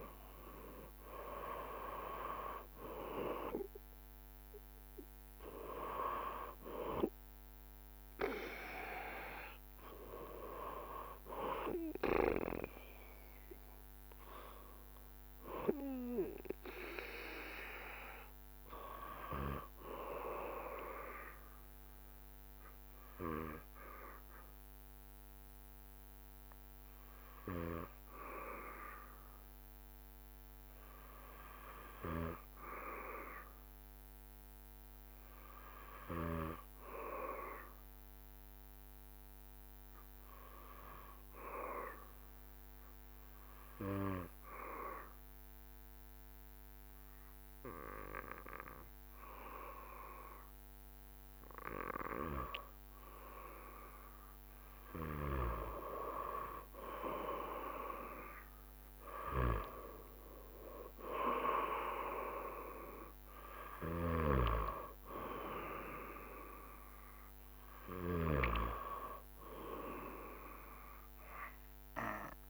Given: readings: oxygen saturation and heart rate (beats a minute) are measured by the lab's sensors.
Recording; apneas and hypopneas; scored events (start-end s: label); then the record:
breathing in sleep by a microphone on the trachea; 1
0.00-10.50 s: drop in pulse transit time (device-marked, heart rate 70 extreme)
2.50-21.50 s: oxygen desaturation (device-marked, oxygen 91% before, 88% lowest, heart rate 71 before, 69 extreme)
24.00-53.00 s: obstructive apnea (oxygen 97% before, 93% lowest, heart rate 75 before, 67 extreme, up 3 after)
54.50-58.50 s: arousal
64.00-72.50 s: snoring (device-marked)
From the record:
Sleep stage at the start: N2 (light sleep); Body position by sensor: on the back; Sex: male